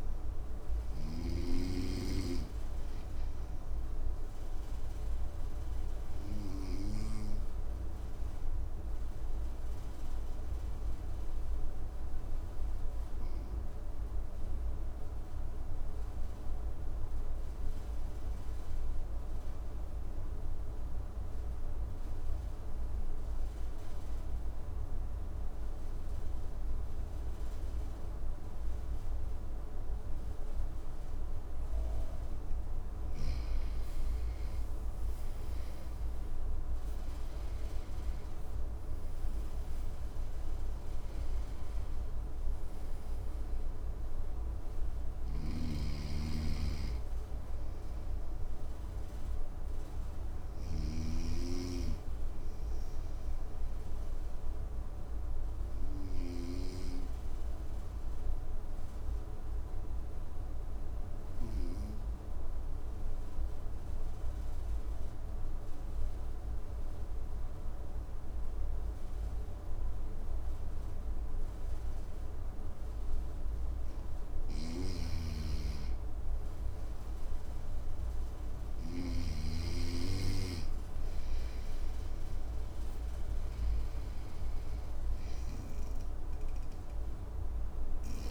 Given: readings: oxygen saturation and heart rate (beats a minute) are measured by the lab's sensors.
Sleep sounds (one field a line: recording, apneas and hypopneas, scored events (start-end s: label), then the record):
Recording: breathing in sleep by a room microphone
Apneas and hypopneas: 2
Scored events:
2.50-31.00 s: obstructive apnea (oxygen 96% before, 91% lowest, heart rate 60 before, 55 extreme, up 9 after)
27.50-61.50 s: oxygen desaturation (device-marked, oxygen 99% before, 91% lowest, heart rate 55 before, 54 extreme)
33.50-38.00 s: arousal
44.50-56.00 s: snoring (device-marked)
53.00-74.00 s: obstructive apnea (oxygen 98% before, 91% lowest, heart rate 61 before, 54 extreme, up 5 after)
73.50-78.50 s: snoring (device-marked)
76.00-79.50 s: arousal
79.50-88.31 s: oxygen desaturation (device-marked, oxygen 99% before, 95% lowest, heart rate 56 before, 54 extreme)
From the record:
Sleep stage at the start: N2 (light sleep)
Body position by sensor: on the right side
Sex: male